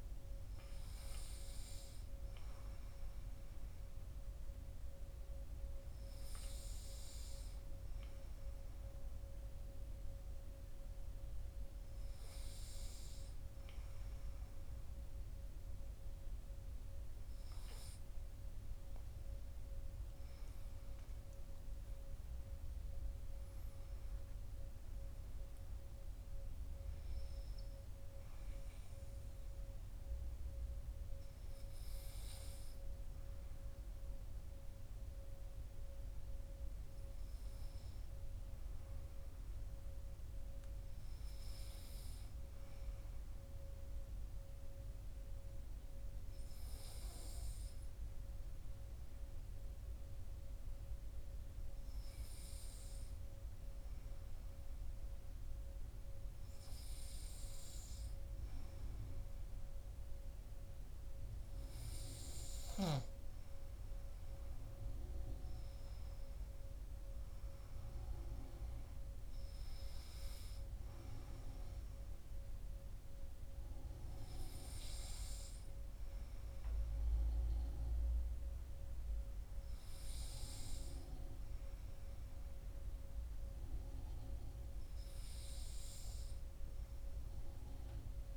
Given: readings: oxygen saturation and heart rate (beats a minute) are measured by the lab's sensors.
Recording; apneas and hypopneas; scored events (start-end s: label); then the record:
breathing in sleep, hard to hear, by a room microphone; 1
42.50-56.50 s: hypopnea (oxygen 97% before, 96% lowest, heart rate 55 before, 43 extreme, up 6 after)
57.00-61.00 s: arousal
From the record:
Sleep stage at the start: N2 (light sleep); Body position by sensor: on the back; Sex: male